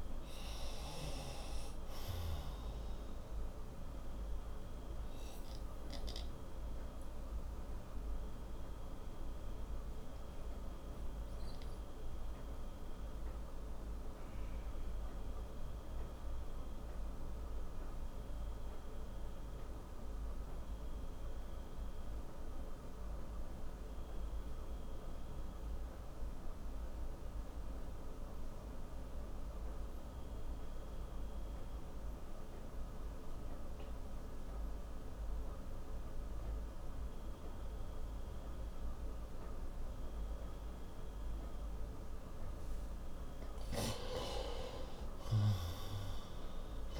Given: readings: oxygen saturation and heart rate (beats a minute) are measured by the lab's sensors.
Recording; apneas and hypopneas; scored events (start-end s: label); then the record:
breathing in sleep, hard to hear, by a room microphone; 1
0.00-26.00 s: oxygen desaturation (device-marked, oxygen 88% lowest, heart rate 52 extreme)
3.00-42.00 s: obstructive apnea (oxygen 97% before, 87% lowest, heart rate 68 before, 52 extreme, up 15 after)
43.00-47.00 s: oxygen desaturation (device-marked, oxygen 97% before, 87% lowest, heart rate 64 before, 56 extreme)
44.00-47.00 s: arousal
From the record:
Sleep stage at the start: N2 (light sleep); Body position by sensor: on the right side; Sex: male